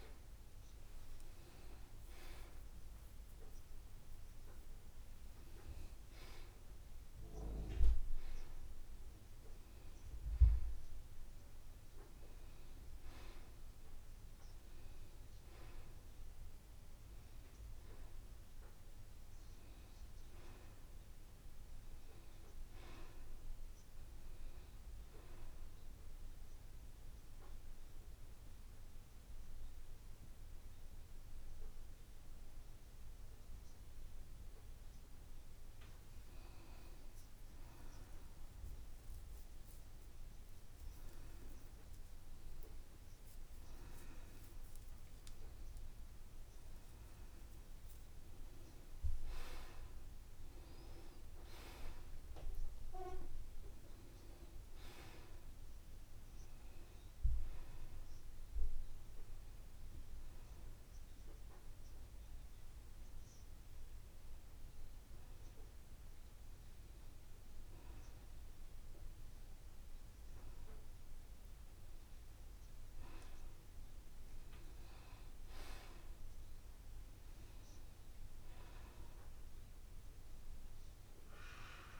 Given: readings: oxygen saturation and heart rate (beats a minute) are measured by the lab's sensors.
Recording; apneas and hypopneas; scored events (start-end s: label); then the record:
breathing in sleep by a room microphone; 2
4.00-14.00 s: oxygen desaturation (device-marked, oxygen 95% before, 91% lowest, heart rate 76 before, 72 extreme)
26.00-36.00 s: obstructive apnea (oxygen 95% before, 89% lowest, heart rate 74 before, 73 extreme, up 2 after)
38.50-43.00 s: arousal
42.00-53.00 s: oxygen desaturation (device-marked, oxygen 92% before, 89% lowest, heart rate 74 before, 75 extreme)
61.00-71.00 s: hypopnea (oxygen 92% before, 89% lowest, heart rate 77 before, 75 extreme, up 12 after)
74.00-77.50 s: arousal
74.50-76.50 s: long interval between heartbeats (device-marked, heart rate 77 before, 86 extreme)
From the record:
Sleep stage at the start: N2 (light sleep); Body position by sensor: on the back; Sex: male